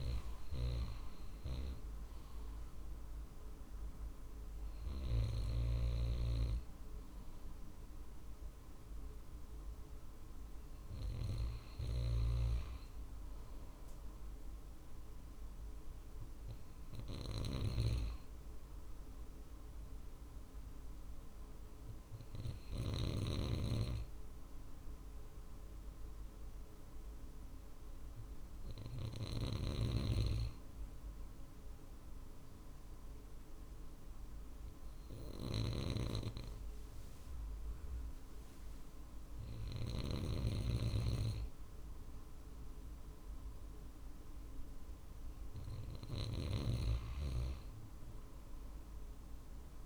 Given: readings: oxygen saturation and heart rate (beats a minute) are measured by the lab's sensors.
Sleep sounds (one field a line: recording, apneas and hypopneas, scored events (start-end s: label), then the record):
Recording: breathing in sleep by a room microphone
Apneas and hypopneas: none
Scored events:
2.00-16.00 s: drop in pulse transit time (device-marked, heart rate 50 before, 50 extreme)
16.50-22.50 s: snoring (device-marked)
35.00-46.00 s: snoring (device-marked)
42.00-49.85 s: drop in pulse transit time (device-marked, heart rate 50 before, 50 extreme)
From the record:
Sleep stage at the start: N2 (light sleep)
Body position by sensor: on the right side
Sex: male